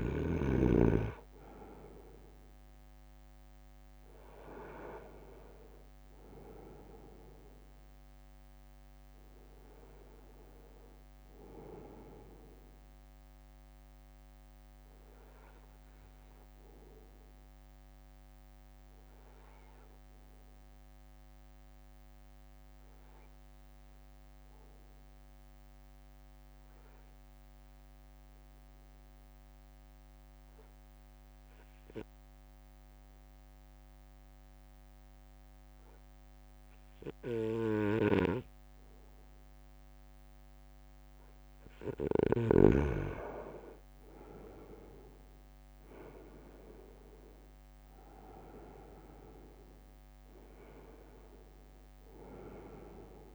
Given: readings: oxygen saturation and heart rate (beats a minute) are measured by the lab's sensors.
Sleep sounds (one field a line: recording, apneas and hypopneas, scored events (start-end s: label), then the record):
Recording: breathing in sleep by a microphone on the trachea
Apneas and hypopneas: 1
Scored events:
0.00-12.50 s: drop in pulse transit time (device-marked, heart rate 54 extreme)
17.50-40.00 s: obstructive apnea (oxygen 98% before, 95% lowest, heart rate 59 before, 54 extreme, up 4 after)
45.00-49.50 s: arousal
47.50-53.35 s: drop in pulse transit time (device-marked, heart rate 61 before, 54 extreme)
From the record:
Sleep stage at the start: N2 (light sleep)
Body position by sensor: on the front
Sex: male